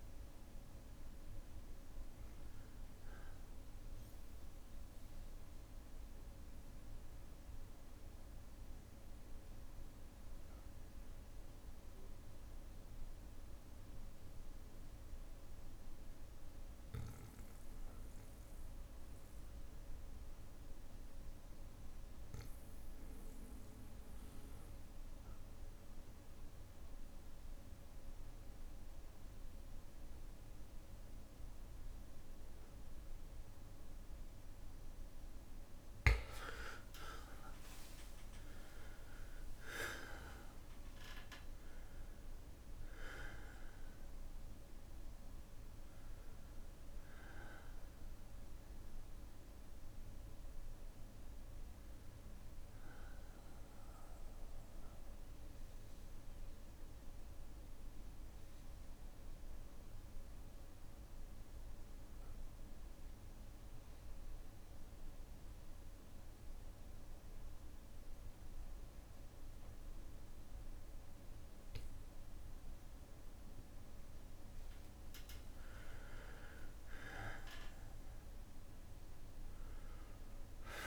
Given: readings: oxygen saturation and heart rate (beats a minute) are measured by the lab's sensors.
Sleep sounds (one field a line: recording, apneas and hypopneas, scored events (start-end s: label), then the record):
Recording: breathing in sleep, hard to hear, by a room microphone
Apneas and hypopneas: 2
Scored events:
0.00-14.50 s: oxygen desaturation (device-marked, oxygen 88% lowest, heart rate 56 extreme)
0.00-34.50 s: bradycardia (device-marked, heart rate 56 extreme)
4.50-34.00 s: obstructive apnea (oxygen 97% before, 88% lowest, heart rate 62 before, 56 extreme, up 14 after)
33.50-64.50 s: oxygen desaturation (device-marked, oxygen 98% before, 91% lowest, heart rate 58 before, 57 extreme)
36.50-40.50 s: arousal
38.50-40.50 s: long interval between heartbeats (device-marked, heart rate 59 before, 69 extreme)
51.50-68.50 s: bradycardia (device-marked, heart rate 63 before, 57 extreme)
53.00-74.00 s: obstructive apnea (oxygen 99% before, 91% lowest, heart rate 64 before, 57 extreme, up 5 after)
75.50-80.00 s: arousal
From the record:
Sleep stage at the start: N2 (light sleep)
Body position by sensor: on the back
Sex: male